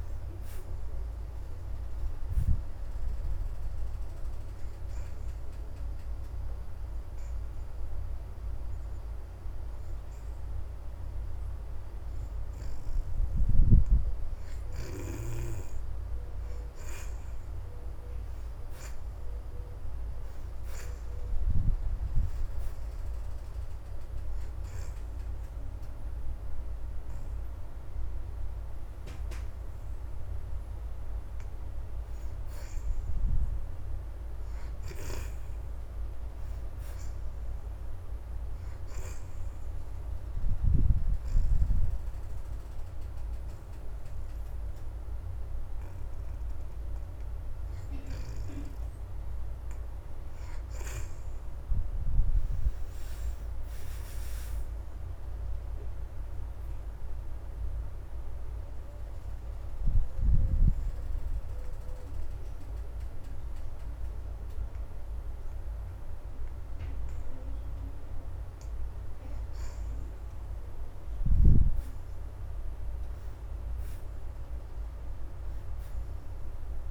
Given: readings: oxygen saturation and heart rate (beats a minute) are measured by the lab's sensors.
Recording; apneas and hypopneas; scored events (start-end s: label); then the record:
breathing in sleep by a room microphone; 3
3.50-26.50 s: oxygen desaturation (device-marked, oxygen 77% before, 62% lowest, heart rate 84 before, 76 extreme)
4.00-15.00 s: hypopnea (oxygen 79% before, 60% lowest, heart rate 84 before, 76 extreme, up 4 after)
17.50-21.50 s: arousal
39.50-49.50 s: obstructive apnea (oxygen 73% before, 60% lowest, heart rate 81 before, 75 extreme, up 2 after)
52.50-56.00 s: arousal
59.00-69.00 s: obstructive apnea (oxygen 77% before, 59% lowest, heart rate 82 before, 75 extreme, up 5 after)
68.50-76.91 s: oxygen desaturation (device-marked, oxygen 77% before, 60% lowest, heart rate 81 before, 76 extreme)
70.50-74.00 s: arousal
From the record:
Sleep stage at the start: N2 (light sleep); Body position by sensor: on the back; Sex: female